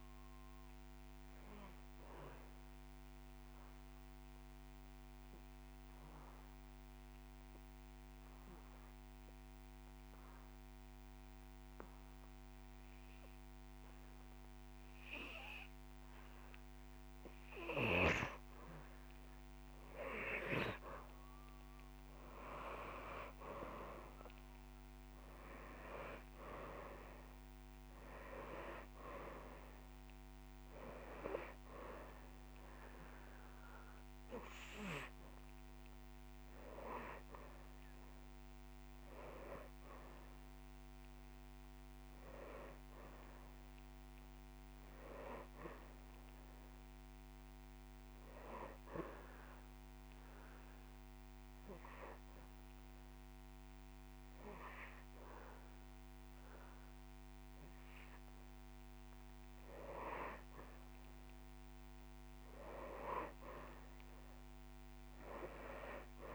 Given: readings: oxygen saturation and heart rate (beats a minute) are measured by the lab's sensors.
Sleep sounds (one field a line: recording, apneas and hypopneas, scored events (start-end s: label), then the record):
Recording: breathing in sleep by a microphone on the trachea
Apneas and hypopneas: 2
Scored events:
1.00-20.00 s: obstructive apnea (oxygen 99% before, 88% lowest)
19.00-21.00 s: long interval between heartbeats (device-marked)
21.50-25.00 s: arousal
24.50 s: drop in pulse transit time (device-marked)
24.50-52.50 s: oxygen desaturation (device-marked, oxygen 98% before, 88% lowest)
37.50-39.50 s: long interval between heartbeats (device-marked)
48.00-50.00 s: long interval between heartbeats (device-marked)
49.00-59.50 s: obstructive apnea (oxygen 98% before, 90% lowest)
62.00-64.00 s: long interval between heartbeats (device-marked)
62.50-66.00 s: arousal
From the record:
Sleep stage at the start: N2 (light sleep)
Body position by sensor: on the back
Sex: male